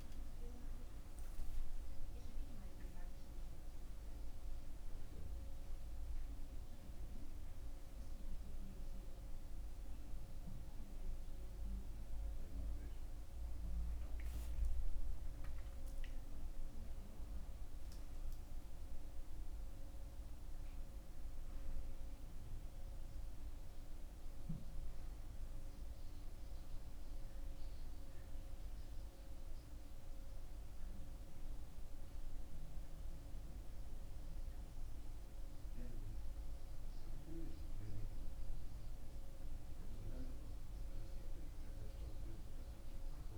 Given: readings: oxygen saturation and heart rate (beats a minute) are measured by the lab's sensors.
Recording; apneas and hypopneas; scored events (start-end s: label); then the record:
breathing in sleep, hard to hear, by a room microphone; none
none scored
From the record:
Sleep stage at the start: N2 (light sleep); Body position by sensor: on the back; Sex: male